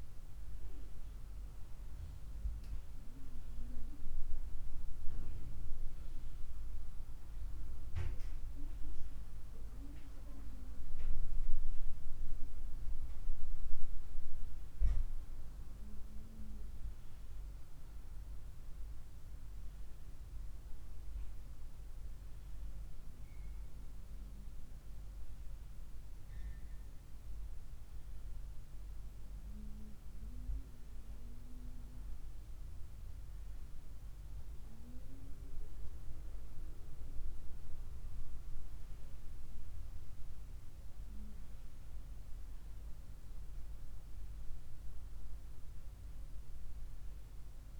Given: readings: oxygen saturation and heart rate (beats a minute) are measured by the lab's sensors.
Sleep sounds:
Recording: a person awake in a sleep study, by a room microphone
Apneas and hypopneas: none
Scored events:
none scored
From the record:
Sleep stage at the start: awake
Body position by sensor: on the right side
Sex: female

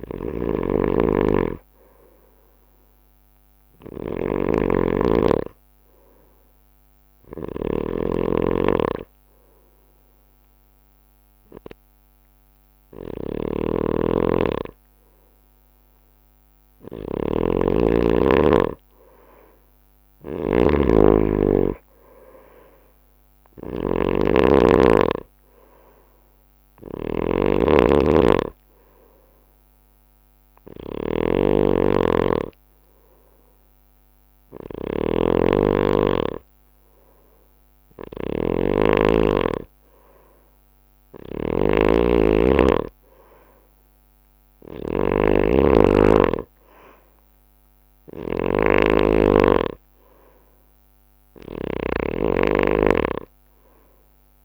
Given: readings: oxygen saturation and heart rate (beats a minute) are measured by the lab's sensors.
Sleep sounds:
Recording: breathing in sleep by a microphone on the trachea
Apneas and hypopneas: 1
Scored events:
0.00-54.45 s: snoring (device-marked)
9.00-19.00 s: hypopnea (oxygen 93% before, 92% lowest)
From the record:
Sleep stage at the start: N2 (light sleep)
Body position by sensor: on the right side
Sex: male

